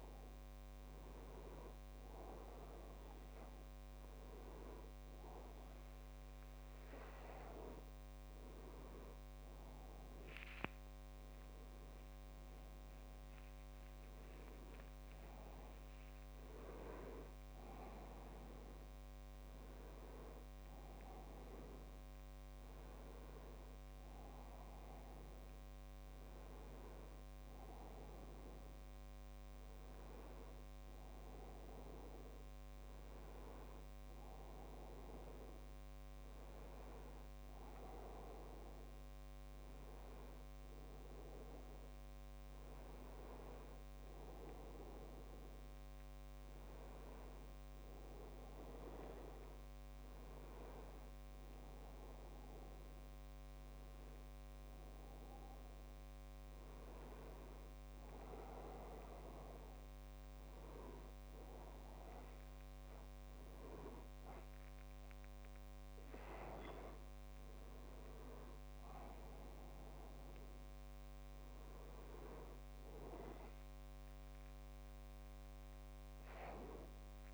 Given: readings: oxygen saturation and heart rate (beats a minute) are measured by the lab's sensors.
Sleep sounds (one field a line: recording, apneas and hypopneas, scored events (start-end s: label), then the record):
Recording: breathing in sleep by a microphone on the trachea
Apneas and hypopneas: 1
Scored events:
16.00-77.34 s: new sleep stage, N2 (light sleep)
46.50-49.00 s: arousal
51.50-64.50 s: hypopnea (oxygen 97% before, 93% lowest, heart rate 73 before, 68 extreme, up 3 after)
67.50-70.50 s: arousal
From the record:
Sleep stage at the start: N1 (lightest sleep)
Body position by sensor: on the back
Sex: male